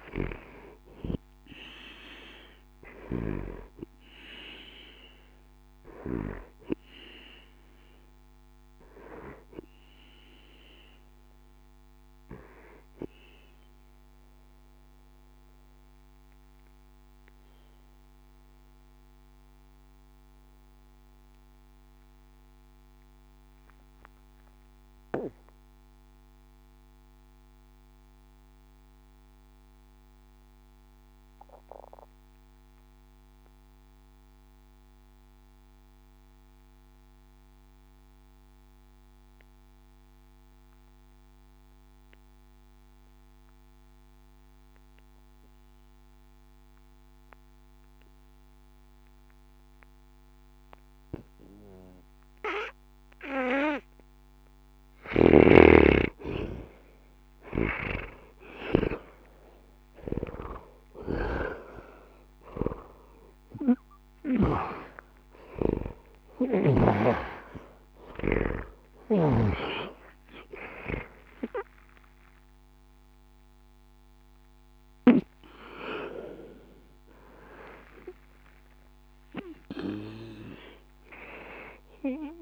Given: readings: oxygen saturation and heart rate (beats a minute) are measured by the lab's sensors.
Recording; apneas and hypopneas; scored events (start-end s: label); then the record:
breathing in sleep by a microphone on the trachea; 1
0.00-23.00 s: oxygen desaturation (device-marked, oxygen 79% lowest, heart rate 59 extreme)
14.00-52.50 s: obstructive apnea (oxygen 95% before, 78% lowest, heart rate 81 before, 59 extreme, up 1 after)
47.00-82.42 s: oxygen desaturation (device-marked, oxygen 99% before, 78% lowest, heart rate 61 before, 60 extreme)
66.50-72.50 s: arousal
From the record:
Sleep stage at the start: N2 (light sleep); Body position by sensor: on the back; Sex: male